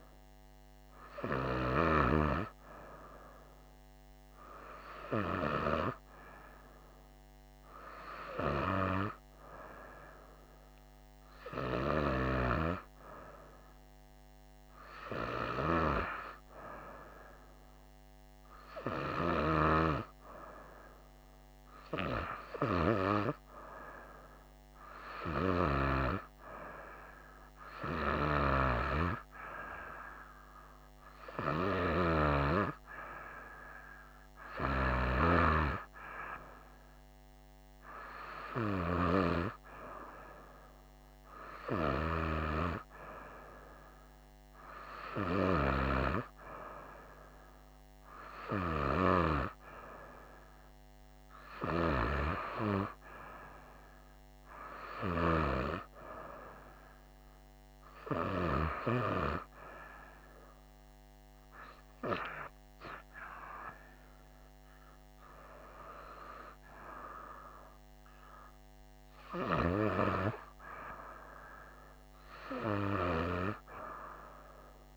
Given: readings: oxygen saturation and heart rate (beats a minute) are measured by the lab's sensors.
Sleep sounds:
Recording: breathing in sleep by a microphone on the trachea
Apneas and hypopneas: none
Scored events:
none scored
From the record:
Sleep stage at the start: N2 (light sleep)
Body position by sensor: on the right side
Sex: female

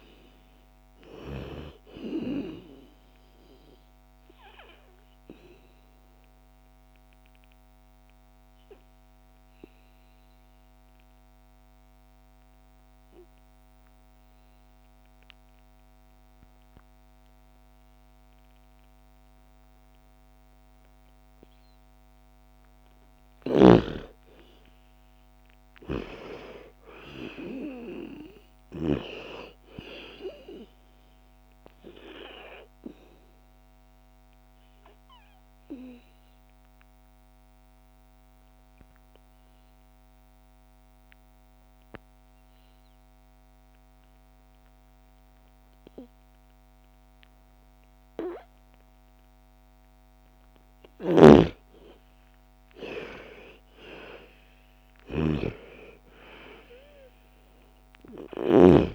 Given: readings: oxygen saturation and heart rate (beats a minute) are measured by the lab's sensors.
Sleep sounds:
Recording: breathing in sleep by a microphone on the trachea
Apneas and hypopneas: 2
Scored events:
0.50-21.50 s: oxygen desaturation (device-marked, oxygen 97% before, 86% lowest, heart rate 58 before, 53 extreme)
3.50-23.00 s: obstructive apnea (oxygen 98% before, 85% lowest, heart rate 59 before, 53 extreme, up 12 after)
23.00-28.50 s: snoring (device-marked)
23.50-27.00 s: arousal
30.50-42.50 s: oxygen desaturation (device-marked, oxygen 99% before, 87% lowest, heart rate 57 before, 54 extreme)
32.00-49.00 s: obstructive apnea (oxygen 99% before, 85% lowest, heart rate 58 before, 54 extreme, up 12 after)
50.50-58.50 s: snoring (device-marked)
50.50-58.95 s: oxygen desaturation (device-marked, oxygen 98% before, 85% lowest, heart rate 60 before, 54 extreme)
51.50-55.50 s: arousal
From the record:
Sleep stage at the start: N2 (light sleep)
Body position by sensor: on the back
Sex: female

